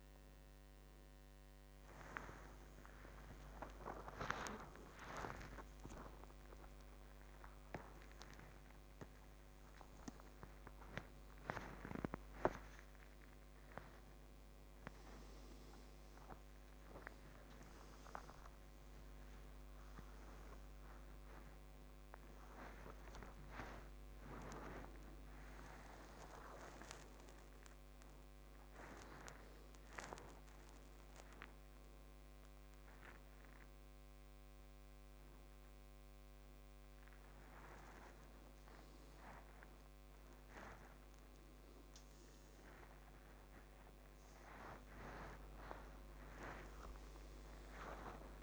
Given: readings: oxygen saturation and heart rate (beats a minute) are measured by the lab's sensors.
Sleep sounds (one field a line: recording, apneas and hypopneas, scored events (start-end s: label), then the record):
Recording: a person awake in a sleep study, by a microphone on the trachea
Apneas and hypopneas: none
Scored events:
19.00-27.00 s: oxygen desaturation (device-marked, oxygen 97% before, 92% lowest, heart rate 93 before, 61 extreme)
From the record:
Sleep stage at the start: awake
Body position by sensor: on the front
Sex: male